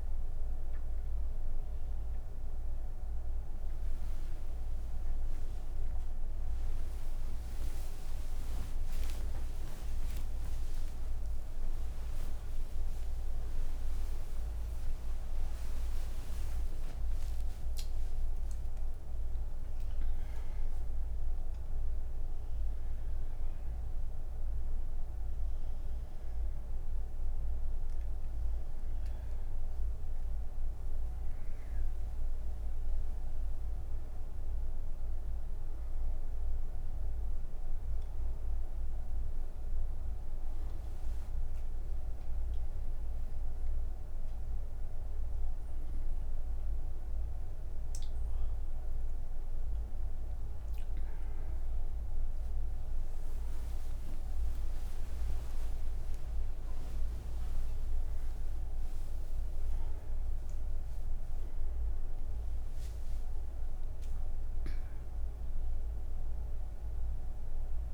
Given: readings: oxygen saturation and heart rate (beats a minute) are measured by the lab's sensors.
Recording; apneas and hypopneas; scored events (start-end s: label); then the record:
breathing in sleep, hard to hear, by a room microphone; none
46.00-59.00 s: oxygen desaturation (device-marked, oxygen 99% before, 96% lowest)
From the record:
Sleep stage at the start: N3 (deep sleep); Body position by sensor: on the back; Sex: female